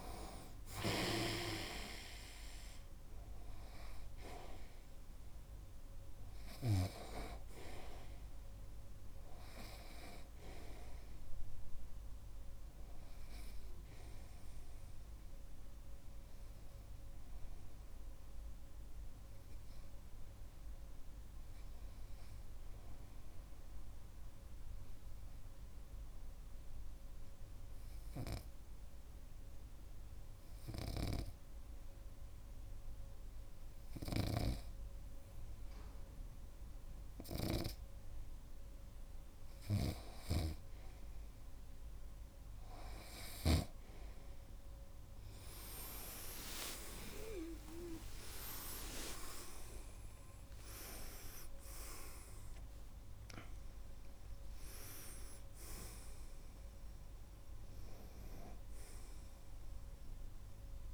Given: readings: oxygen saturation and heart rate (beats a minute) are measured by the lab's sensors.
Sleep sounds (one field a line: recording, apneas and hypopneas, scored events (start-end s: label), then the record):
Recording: breathing in sleep by a room microphone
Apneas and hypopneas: 1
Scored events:
4.00-35.00 s: oxygen desaturation (device-marked, oxygen 97% before, 92% lowest)
19.00-39.00 s: obstructive apnea (oxygen 98% before, 92% lowest)
31.00-44.00 s: snoring (device-marked)
46.00-49.50 s: arousal
50.00-60.94 s: new sleep stage, N2 (light sleep)
From the record:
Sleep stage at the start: REM sleep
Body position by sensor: on the right side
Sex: male